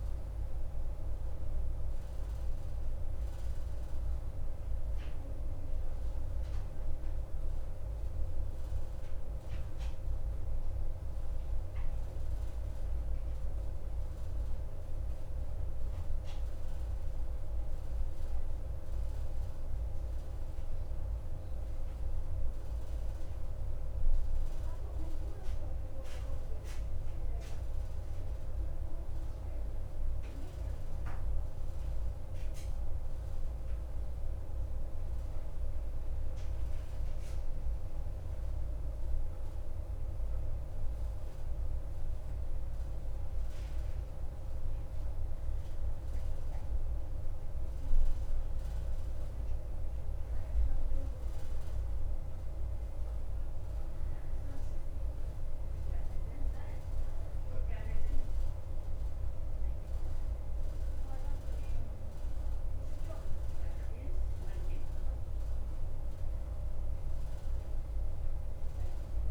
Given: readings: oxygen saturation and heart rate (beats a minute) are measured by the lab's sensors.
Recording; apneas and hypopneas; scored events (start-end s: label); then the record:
a person partly awake in a sleep study, hard to hear, by a room microphone; 1
0.00-12.50 s: oxygen desaturation (device-marked, oxygen 90% lowest, heart rate 53 extreme)
0.50-69.31 s: new sleep stage, N2 (light sleep)
9.50-32.50 s: hypopnea (oxygen 95% before, 91% lowest, heart rate 65 before, 53 extreme, up 1 after)
34.50-39.00 s: arousal
37.50-69.31 s: oxygen desaturation (device-marked, oxygen 98% before, 91% lowest, heart rate 54 before, 50 extreme)
From the record:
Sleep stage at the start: awake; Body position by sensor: on the back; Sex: male